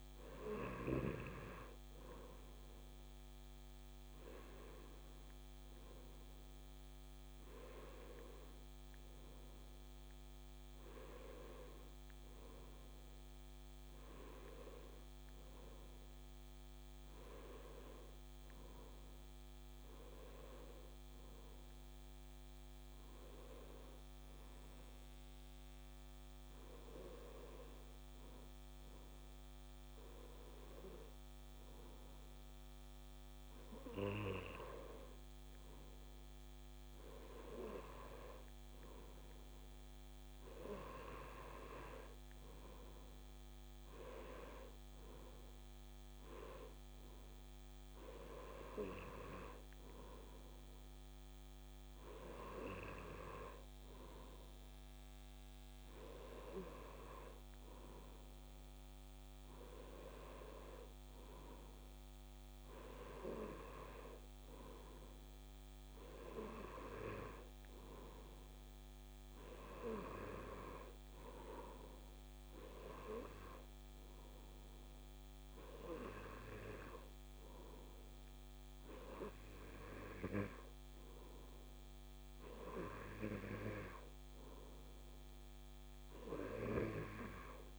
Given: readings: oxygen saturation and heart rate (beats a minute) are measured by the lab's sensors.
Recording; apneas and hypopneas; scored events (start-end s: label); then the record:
breathing in sleep by a microphone on the trachea; none
5.00-10.50 s: arousal
From the record:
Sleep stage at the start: N2 (light sleep); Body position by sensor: on the right side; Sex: male